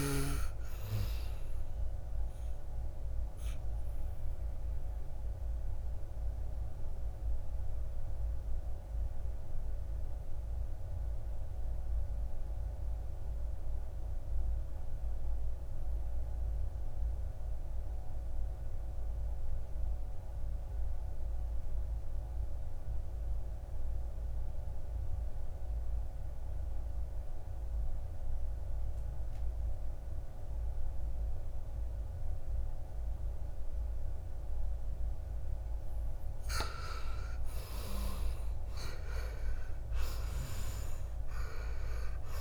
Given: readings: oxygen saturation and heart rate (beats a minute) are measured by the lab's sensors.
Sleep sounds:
breathing in sleep by a room microphone; 1
0.00-12.00 s: oxygen desaturation (device-marked, oxygen 78% lowest, heart rate 55 extreme)
2.00-35.00 s: obstructive apnea (oxygen 99% before, 75% lowest, heart rate 67 before, 55 extreme, up 9 after)
26.00-42.41 s: oxygen desaturation (device-marked, oxygen 99% before, 75% lowest, heart rate 59 before, 55 extreme)
37.00-40.50 s: arousal
From the record:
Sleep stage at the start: N2 (light sleep); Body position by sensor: on the back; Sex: male

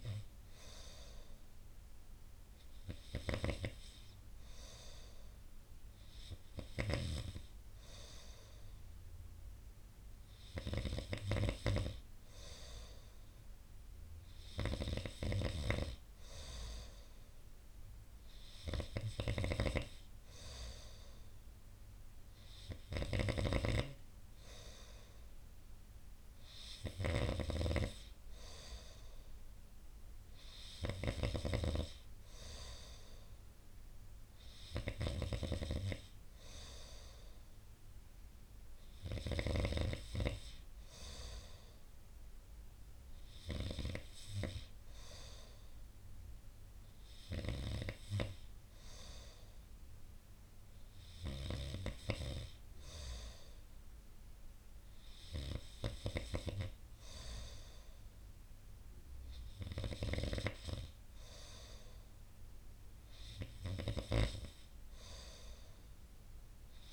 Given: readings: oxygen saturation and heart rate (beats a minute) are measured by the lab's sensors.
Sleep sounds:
breathing in sleep by a room microphone; none
none scored
From the record:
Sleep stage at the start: N2 (light sleep); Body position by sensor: on the right side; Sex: male

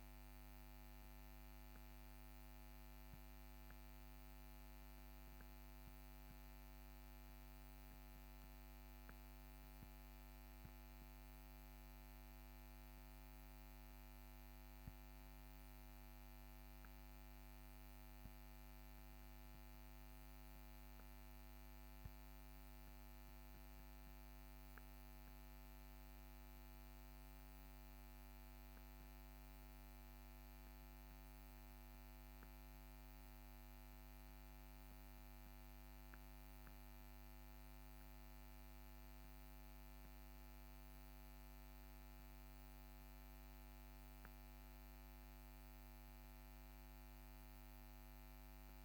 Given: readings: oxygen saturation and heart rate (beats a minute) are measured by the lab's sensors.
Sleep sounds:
a person awake in a sleep study, hard to hear, by a microphone on the trachea; none
none scored
From the record:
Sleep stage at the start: awake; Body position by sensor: on the back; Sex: male

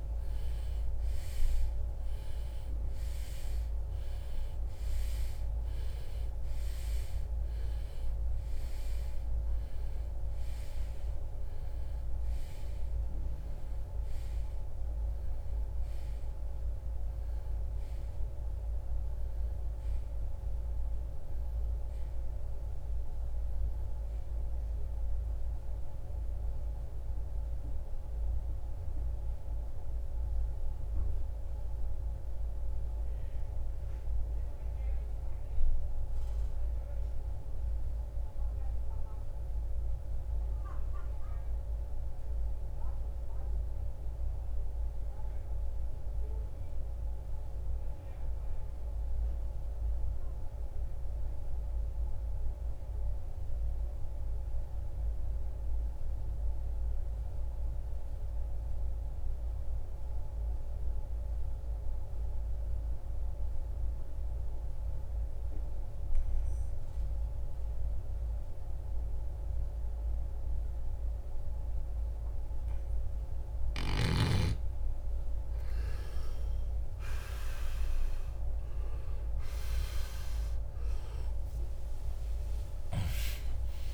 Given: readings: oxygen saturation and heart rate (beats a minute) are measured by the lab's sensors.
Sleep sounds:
breathing in sleep, hard to hear, by a room microphone; 1
0.00-4.00 s: arousal
31.00-73.00 s: mixed apnea (oxygen 96% before, 82% lowest, heart rate 78 before, 40 extreme, up 20 after)
40.00-52.00 s: oxygen desaturation (device-marked, oxygen 94% before, 89% lowest, heart rate 75 before, 40 extreme)
50.00-83.93 s: new sleep stage, N2 (light sleep)
74.00-78.50 s: arousal
76.00-83.93 s: oxygen desaturation (device-marked, oxygen 97% before, 94% lowest, heart rate 51 before, 63 extreme)
From the record:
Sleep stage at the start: REM sleep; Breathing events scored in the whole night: 201 in 3.8 hours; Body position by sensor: on the right side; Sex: male

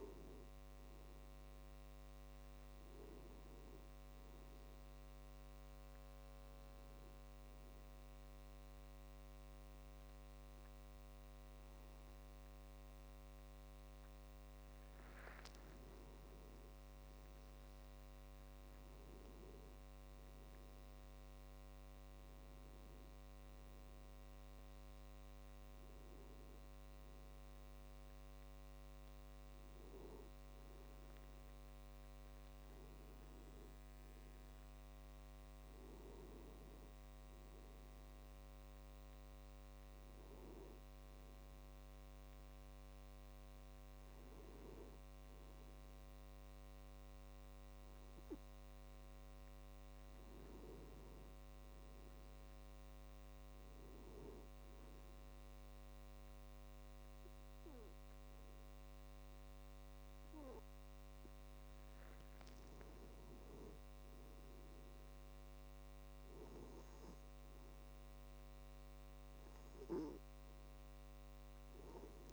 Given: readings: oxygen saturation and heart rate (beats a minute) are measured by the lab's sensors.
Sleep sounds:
breathing in sleep by a microphone on the trachea; 1
7.00-17.00 s: obstructive apnea (oxygen 96% before, 93% lowest, heart rate 57 before, 50 extreme, up 33 after)
20.00-23.50 s: arousal
60.00-62.00 s: tachycardia (device-marked, heart rate 68 before, 86 extreme)
From the record:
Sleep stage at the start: N2 (light sleep); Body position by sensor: on the back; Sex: male

